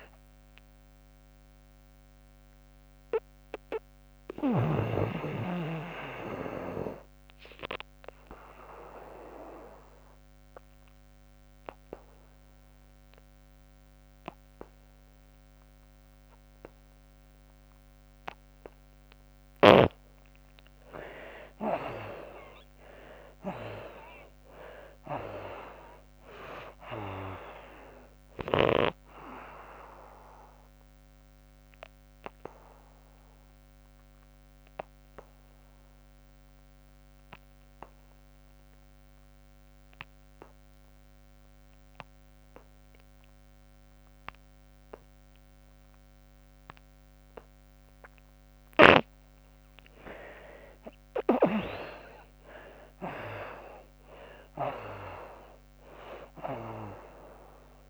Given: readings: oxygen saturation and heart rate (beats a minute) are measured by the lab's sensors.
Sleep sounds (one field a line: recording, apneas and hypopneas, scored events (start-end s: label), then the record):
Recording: breathing in sleep by a microphone on the trachea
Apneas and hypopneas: 2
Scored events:
0.00-15.50 s: oxygen desaturation (device-marked, oxygen 45% lowest, heart rate 59 extreme)
0.50-19.50 s: mixed apnea (oxygen 92% before, 45% lowest, heart rate 70 before, 76 extreme, up 28 after)
21.00-25.00 s: arousal
21.50-39.50 s: oxygen desaturation (device-marked, oxygen 90% before, 62% lowest, heart rate 99 before, 75 extreme)
31.50-47.50 s: obstructive apnea (oxygen 90% before, 56% lowest, heart rate 95 before, 66 extreme)
41.50-57.90 s: oxygen desaturation (device-marked, oxygen 95% before, 59% lowest, heart rate 93 before, 63 extreme)
49.50-54.00 s: arousal
From the record:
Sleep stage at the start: N2 (light sleep)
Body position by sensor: on the back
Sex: female